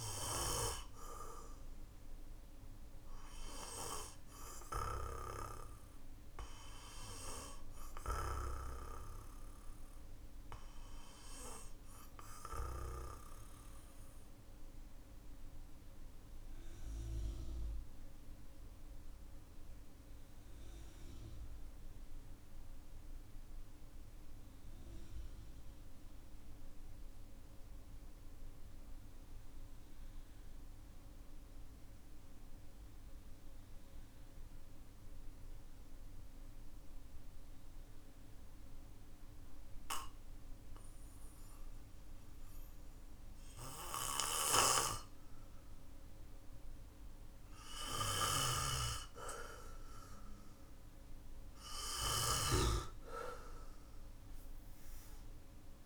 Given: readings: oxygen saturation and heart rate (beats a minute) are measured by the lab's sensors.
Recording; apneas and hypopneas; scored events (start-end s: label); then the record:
breathing in sleep by a room microphone; 1
0.00-23.50 s: oxygen desaturation (device-marked, oxygen 92% lowest, heart rate 44 extreme)
14.00-50.00 s: mixed apnea (oxygen 97% before, 92% lowest, heart rate 48 before, 43 extreme, up 5 after)
47.50-55.86 s: snoring (device-marked)
52.00-55.86 s: arousal
From the record:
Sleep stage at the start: N2 (light sleep); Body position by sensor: on the back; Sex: male